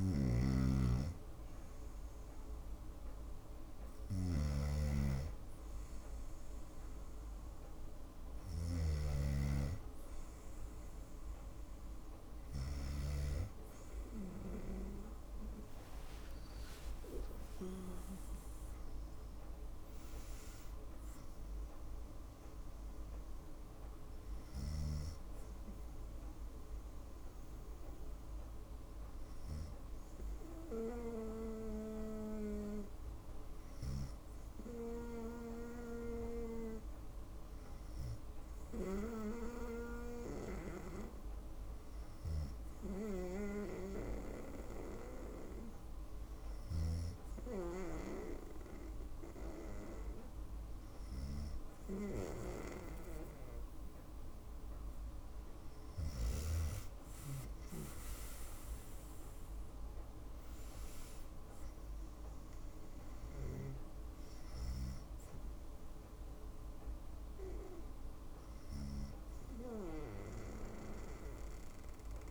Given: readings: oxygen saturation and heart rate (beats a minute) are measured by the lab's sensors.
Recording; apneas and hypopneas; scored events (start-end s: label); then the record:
breathing in sleep by a room microphone; none
0.00-9.00 s: snoring (device-marked)
15.50-19.00 s: arousal
From the record:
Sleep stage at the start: N2 (light sleep); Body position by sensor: on the right side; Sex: female